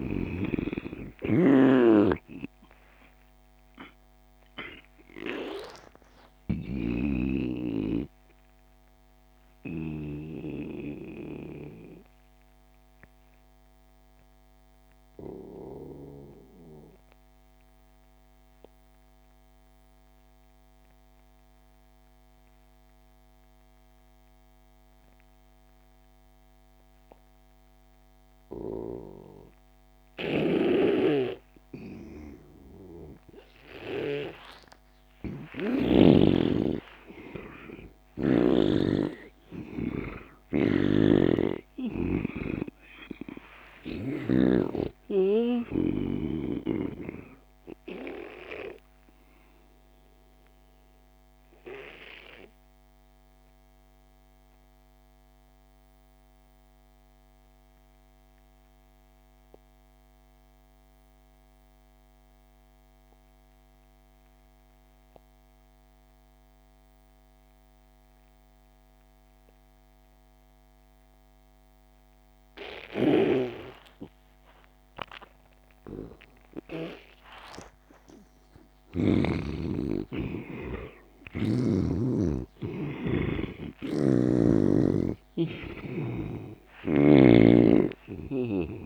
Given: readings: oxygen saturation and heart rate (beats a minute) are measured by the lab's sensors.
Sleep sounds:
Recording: breathing in sleep by a microphone on the trachea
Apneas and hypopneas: 2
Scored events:
0.00-15.50 s: oxygen desaturation (device-marked, oxygen 85% lowest)
1.00-10.00 s: snoring (device-marked)
7.50-34.00 s: obstructive apnea (oxygen 98% before, 85% lowest)
29.50-58.50 s: oxygen desaturation (device-marked, oxygen 98% before, 87% lowest)
30.50-36.00 s: snoring (device-marked)
35.00-39.00 s: arousal
40.50-44.50 s: snoring (device-marked)
49.00-76.00 s: obstructive apnea (oxygen 98% before, 85% lowest)
73.50-88.86 s: oxygen desaturation (device-marked, oxygen 98% before, 85% lowest)
78.50-82.50 s: arousal
86.50-88.86 s: snoring (device-marked)
From the record:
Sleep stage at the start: N2 (light sleep)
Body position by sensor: on the back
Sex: male

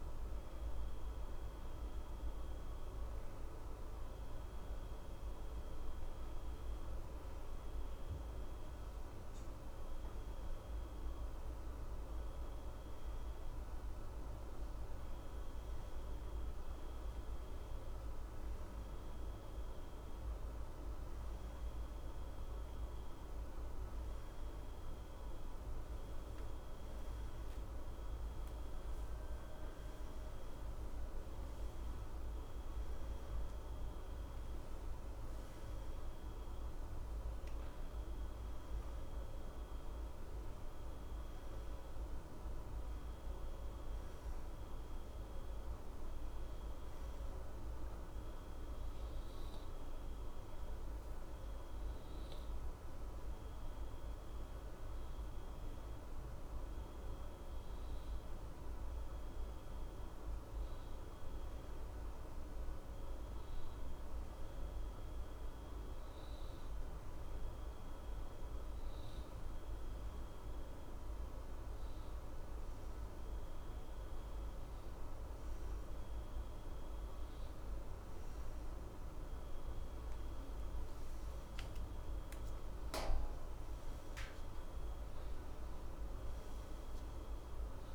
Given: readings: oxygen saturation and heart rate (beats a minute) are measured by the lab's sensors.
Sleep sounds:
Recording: breathing in sleep, hard to hear, by a room microphone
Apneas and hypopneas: none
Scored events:
none scored
From the record:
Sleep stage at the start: N1 (lightest sleep)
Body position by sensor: on the right side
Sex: male

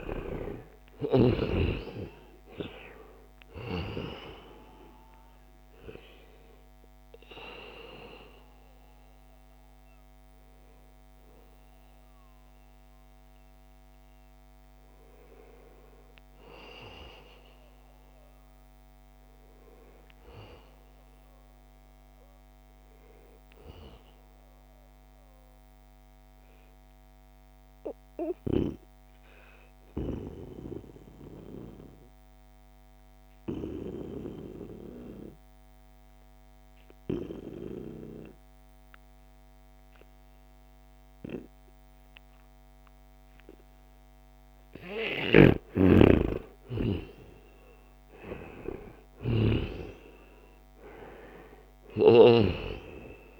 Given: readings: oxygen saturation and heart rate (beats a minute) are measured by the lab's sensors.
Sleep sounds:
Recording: breathing in sleep by a microphone on the trachea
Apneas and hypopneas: 1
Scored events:
0.00-2.00 s: long interval between heartbeats (device-marked, heart rate 65 before, 81 extreme)
0.00-21.00 s: oxygen desaturation (device-marked, oxygen 86% lowest, heart rate 64 extreme)
12.50-14.50 s: long interval between heartbeats (device-marked, heart rate 79 before, 81 extreme)
15.50-17.50 s: long interval between heartbeats (device-marked, heart rate 81 before, 78 extreme)
18.00-20.00 s: long interval between heartbeats (device-marked, heart rate 83 before, 74 extreme)
21.50-44.50 s: obstructive apnea (oxygen 94% before, 90% lowest, heart rate 84 before, 67 extreme, up 8 after)
43.00-53.40 s: oxygen desaturation (device-marked, oxygen 97% before, 90% lowest, heart rate 72 before, 65 extreme)
44.50-49.00 s: snoring (device-marked)
46.00-50.00 s: arousal
From the record:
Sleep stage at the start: N2 (light sleep)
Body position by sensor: on the back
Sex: male

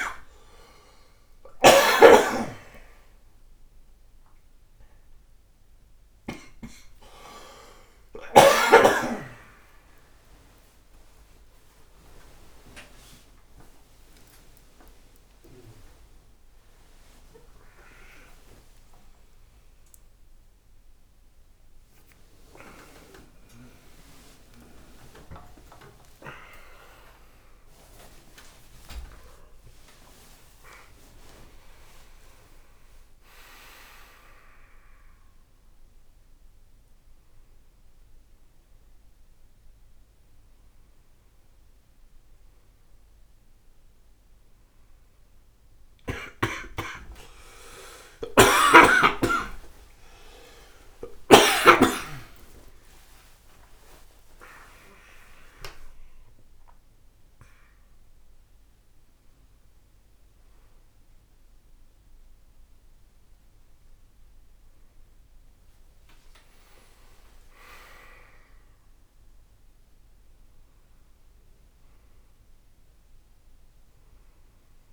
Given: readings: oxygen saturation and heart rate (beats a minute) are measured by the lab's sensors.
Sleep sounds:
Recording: a person awake in a sleep study, by a room microphone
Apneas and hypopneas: none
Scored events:
0.00-1.00 s: long interval between heartbeats (device-marked, heart rate 81 extreme)
0.00-6.50 s: snoring (device-marked)
2.00-4.00 s: long interval between heartbeats (device-marked, heart rate 84 before, 100 extreme)
25.00-27.00 s: long interval between heartbeats (device-marked, heart rate 98 before, 94 extreme)
30.00-32.00 s: long interval between heartbeats (device-marked, heart rate 98 before, 100 extreme)
36.00-45.00 s: oxygen desaturation (device-marked, oxygen 100% before, 93% lowest, heart rate 100 before, 65 extreme)
57.00-74.93 s: new sleep stage, N1 (lightest sleep)
66.50-68.50 s: long interval between heartbeats (device-marked, heart rate 79 before, 74 extreme)
From the record:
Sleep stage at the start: awake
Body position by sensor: on the right side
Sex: male

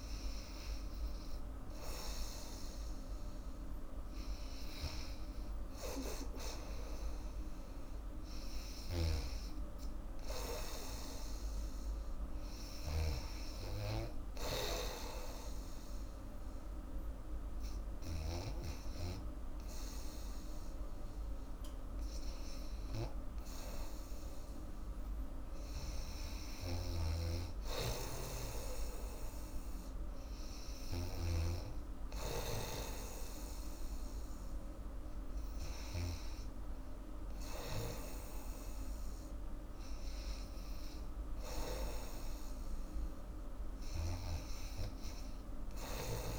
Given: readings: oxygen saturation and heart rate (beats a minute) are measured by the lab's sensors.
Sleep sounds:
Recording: breathing in sleep by a room microphone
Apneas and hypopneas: none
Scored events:
8.50-18.50 s: snoring (device-marked)
26.50-31.50 s: snoring (device-marked)
From the record:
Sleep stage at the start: REM sleep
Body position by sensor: on the back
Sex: female

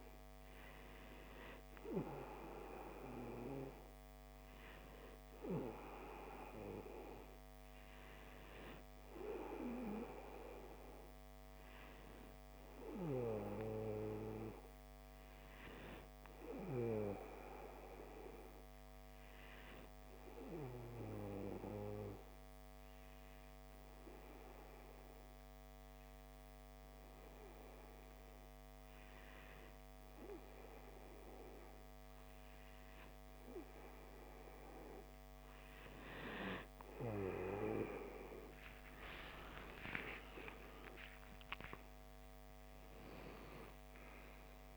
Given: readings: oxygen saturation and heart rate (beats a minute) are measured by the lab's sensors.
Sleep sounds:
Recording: breathing in sleep by a microphone on the trachea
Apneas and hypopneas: 1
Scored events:
19.50-32.50 s: obstructive apnea (oxygen 96% before, 94% lowest, heart rate 59 before, 58 extreme, up 2 after)
37.50-42.50 s: arousal
From the record:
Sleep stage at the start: N2 (light sleep)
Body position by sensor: on the back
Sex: male

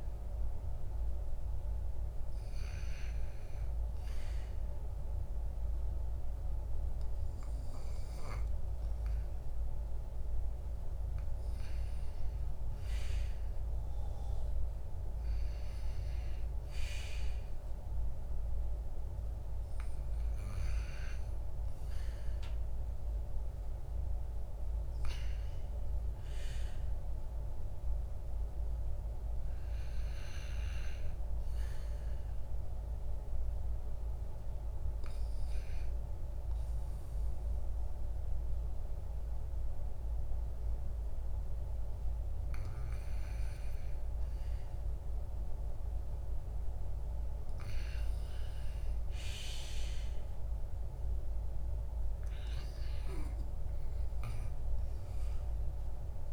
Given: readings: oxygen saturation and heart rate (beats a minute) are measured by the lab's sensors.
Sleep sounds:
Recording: breathing in sleep, hard to hear, by a room microphone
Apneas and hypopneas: none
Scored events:
none scored
From the record:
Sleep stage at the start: REM sleep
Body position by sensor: on the back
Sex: male

